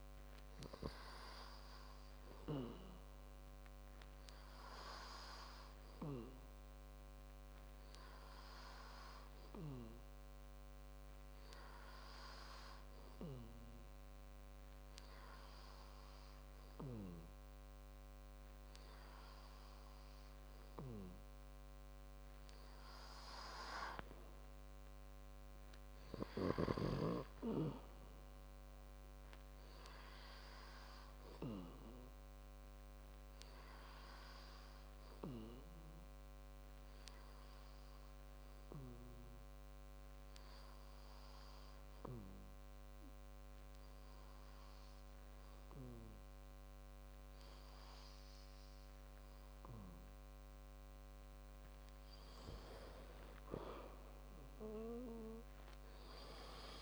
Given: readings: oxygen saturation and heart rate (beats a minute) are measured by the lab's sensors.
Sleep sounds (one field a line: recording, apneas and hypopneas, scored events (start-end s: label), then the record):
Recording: breathing in sleep by a microphone on the trachea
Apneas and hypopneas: 2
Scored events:
9.50-22.50 s: hypopnea (oxygen 98% before, 95% lowest, heart rate 63 before, 54 extreme, up 10 after)
25.00-28.50 s: arousal
37.00-50.50 s: hypopnea (oxygen 96% before, 95% lowest, heart rate 59 before, 52 extreme, up 12 after)
54.00-56.82 s: arousal
From the record:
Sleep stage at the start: N2 (light sleep)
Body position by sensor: on the back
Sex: male